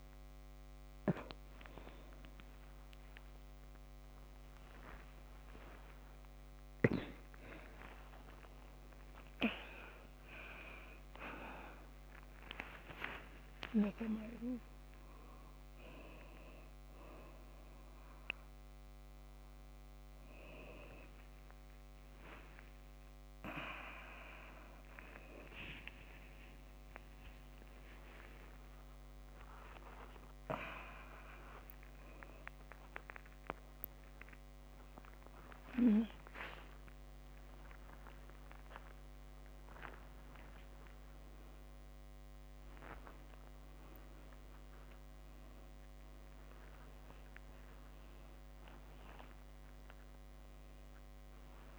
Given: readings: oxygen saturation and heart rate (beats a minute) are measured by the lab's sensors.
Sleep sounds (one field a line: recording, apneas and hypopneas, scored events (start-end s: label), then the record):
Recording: a person awake in a sleep study, by a microphone on the trachea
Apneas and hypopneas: none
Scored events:
none scored
From the record:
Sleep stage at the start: awake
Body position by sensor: upright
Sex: female